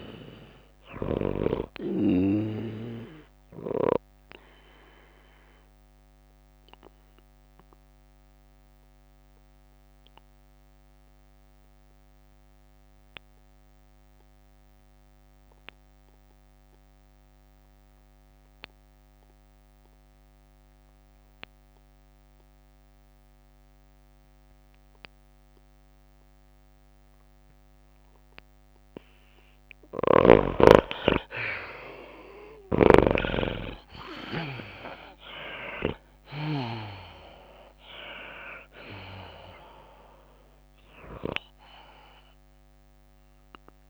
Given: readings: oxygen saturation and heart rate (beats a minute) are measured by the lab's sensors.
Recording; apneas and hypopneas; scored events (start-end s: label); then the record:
breathing in sleep by a microphone on the trachea; 1
0.00-2.00 s: snoring (device-marked)
0.00-10.50 s: tachycardia (device-marked, heart rate 120 extreme)
0.00-13.50 s: drop in pulse transit time (device-marked, heart rate 101 extreme)
0.00-16.50 s: oxygen desaturation (device-marked, oxygen 83% lowest, heart rate 94 extreme)
5.50-27.50 s: obstructive apnea (oxygen 99% before, 79% lowest, heart rate 110 before, 94 extreme, up 5 after)
15.50-21.50 s: tachycardia (device-marked, heart rate 97 before, 105 extreme)
19.00-21.00 s: long interval between heartbeats (device-marked, heart rate 104 before, 105 extreme)
29.50-43.90 s: oxygen desaturation (device-marked, oxygen 98% before, 80% lowest, heart rate 100 before, 98 extreme)
32.50-43.90 s: tachycardia (device-marked, heart rate 97 before, 108 extreme)
34.00-37.50 s: arousal
36.50-43.90 s: drop in pulse transit time (device-marked, heart rate 99 before, 102 extreme)
From the record:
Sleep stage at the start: N2 (light sleep); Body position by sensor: on the left side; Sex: female